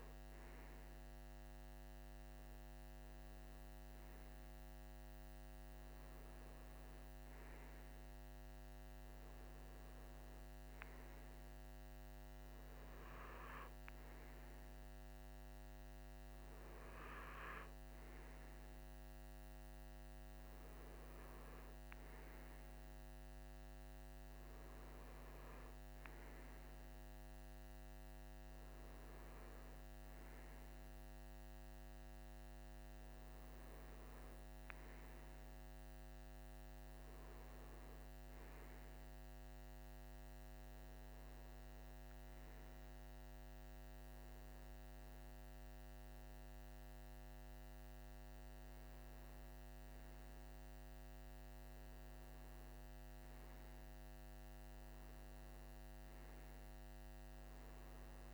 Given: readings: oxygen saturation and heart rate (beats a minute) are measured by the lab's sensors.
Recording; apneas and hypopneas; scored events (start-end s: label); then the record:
breathing in sleep, hard to hear, by a microphone on the trachea; none
none scored
From the record:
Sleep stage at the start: REM sleep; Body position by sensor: on the right side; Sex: male